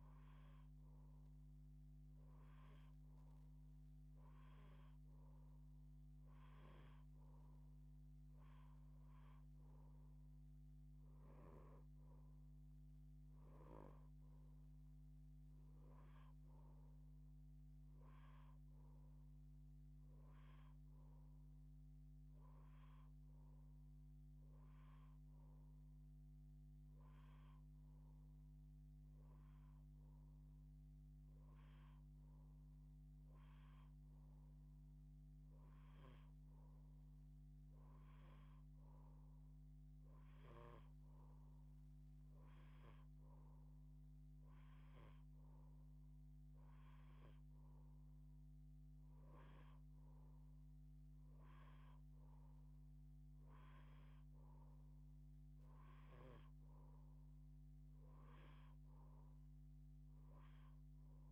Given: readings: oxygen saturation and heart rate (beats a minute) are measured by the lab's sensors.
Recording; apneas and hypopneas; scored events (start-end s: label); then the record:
breathing in sleep, hard to hear, by a microphone on the trachea; none
none scored
From the record:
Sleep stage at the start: N2 (light sleep); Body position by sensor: on the left side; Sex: female